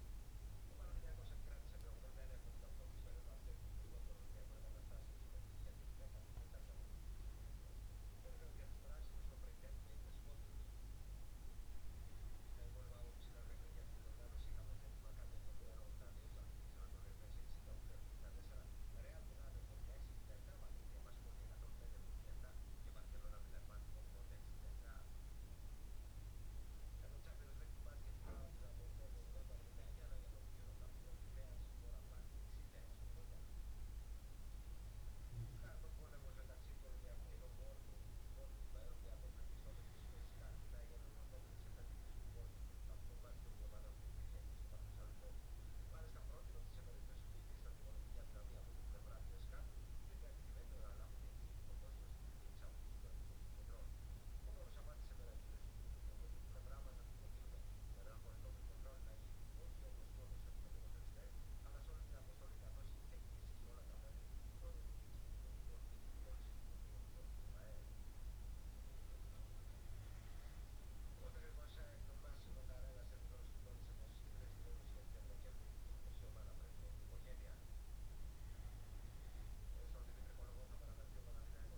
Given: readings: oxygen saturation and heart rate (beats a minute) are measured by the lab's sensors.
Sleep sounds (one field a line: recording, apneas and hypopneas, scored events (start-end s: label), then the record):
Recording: breathing in sleep, hard to hear, by a room microphone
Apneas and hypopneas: 2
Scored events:
21.50-38.50 s: obstructive apnea (oxygen 97% before, 94% lowest, heart rate 66 before, 65 extreme, up 0 after)
41.50-45.50 s: arousal
57.50-75.00 s: hypopnea (oxygen 97% before, 94% lowest, heart rate 66 before, 65 extreme, up 0 after)
78.50-81.50 s: arousal
From the record:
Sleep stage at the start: N2 (light sleep)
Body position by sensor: on the back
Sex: male